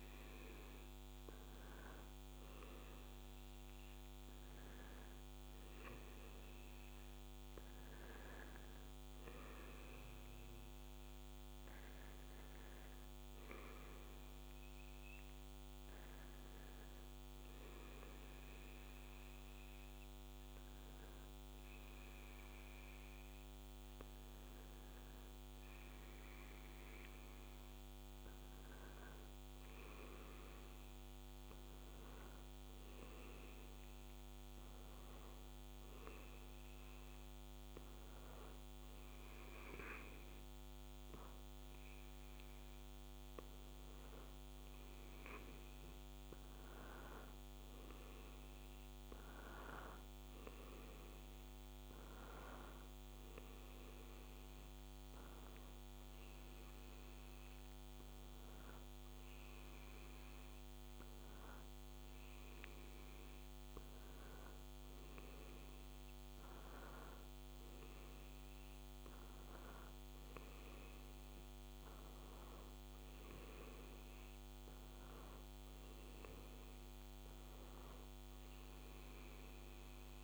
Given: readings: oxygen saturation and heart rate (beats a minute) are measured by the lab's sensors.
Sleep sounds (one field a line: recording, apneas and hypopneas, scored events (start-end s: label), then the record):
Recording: breathing in sleep, hard to hear, by a microphone on the trachea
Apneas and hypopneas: none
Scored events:
none scored
From the record:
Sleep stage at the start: N2 (light sleep)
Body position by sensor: on the back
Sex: male